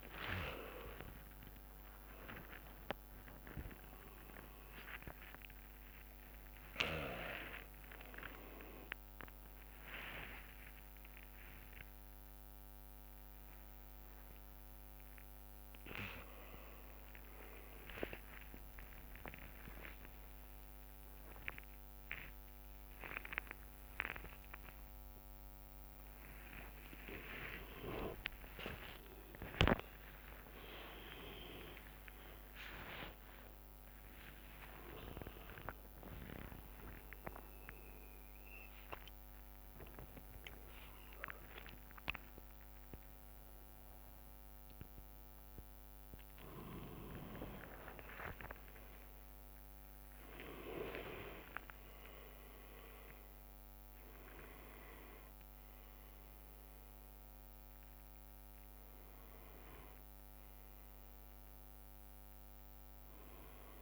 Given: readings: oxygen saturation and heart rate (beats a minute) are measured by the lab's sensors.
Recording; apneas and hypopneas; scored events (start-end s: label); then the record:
a person awake in a sleep study, by a microphone on the trachea; none
0.00-2.00 s: long interval between heartbeats (device-marked, heart rate 63 before, 102 extreme)
0.00-10.50 s: drop in pulse transit time (device-marked, heart rate 78 extreme)
0.00-19.50 s: tachycardia (device-marked, heart rate 179 extreme)
0.00-24.50 s: oxygen desaturation (device-marked, oxygen 86% lowest, heart rate 61 extreme)
5.50-7.50 s: long interval between heartbeats (device-marked, heart rate 79 before, 101 extreme)
8.50-10.50 s: long interval between heartbeats (device-marked, heart rate 86 before, 116 extreme)
12.00-14.00 s: long interval between heartbeats (device-marked, heart rate 95 before, 148 extreme)
13.50-23.50 s: drop in pulse transit time (device-marked, heart rate 103 before, 100 extreme)
15.00-17.00 s: long interval between heartbeats (device-marked, heart rate 109 before, 177 extreme)
17.00-19.00 s: long interval between heartbeats (device-marked, heart rate 120 before, 167 extreme)
20.50-42.50 s: tachycardia (device-marked, heart rate 66 before, 173 extreme)
24.50-26.50 s: long interval between heartbeats (device-marked, heart rate 137 before, 109 extreme)
26.50-28.50 s: long interval between heartbeats (device-marked, heart rate 136 before, 130 extreme)
30.00-32.00 s: long interval between heartbeats (device-marked, heart rate 141 before, 151 extreme)
36.50-38.50 s: long interval between heartbeats (device-marked, heart rate 138 before, 126 extreme)
41.00-43.00 s: long interval between heartbeats (device-marked, heart rate 130 before, 126 extreme)
From the record:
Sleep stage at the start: awake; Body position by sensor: on the right side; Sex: male